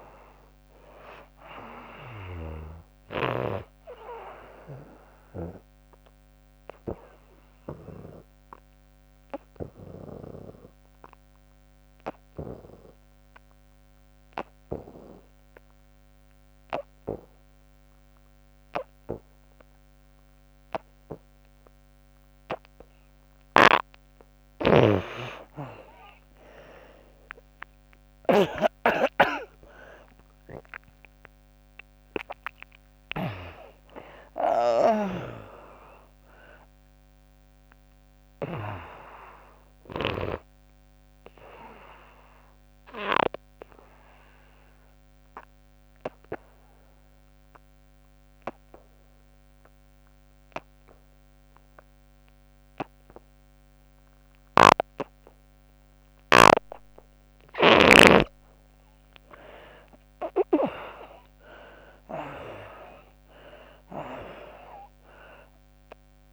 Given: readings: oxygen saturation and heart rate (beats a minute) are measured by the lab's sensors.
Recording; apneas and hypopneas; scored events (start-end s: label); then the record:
breathing in sleep by a microphone on the trachea; 2
0.00-11.00 s: oxygen desaturation (device-marked, oxygen 76% lowest, heart rate 61 extreme)
5.00-22.50 s: obstructive apnea (oxygen 99% before, 76% lowest, heart rate 95 before, 61 extreme, up 48 after)
25.00-51.00 s: oxygen desaturation (device-marked, oxygen 99% before, 78% lowest, heart rate 69 before, 65 extreme)
27.00-32.00 s: arousal
41.50-57.50 s: obstructive apnea (oxygen 99% before, 78% lowest, heart rate 91 before, 65 extreme)
53.00-66.33 s: oxygen desaturation (device-marked, oxygen 99% before, 81% lowest, heart rate 83 before, 65 extreme)
60.00-65.00 s: arousal
From the record:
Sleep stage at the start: N2 (light sleep); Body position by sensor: on the back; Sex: female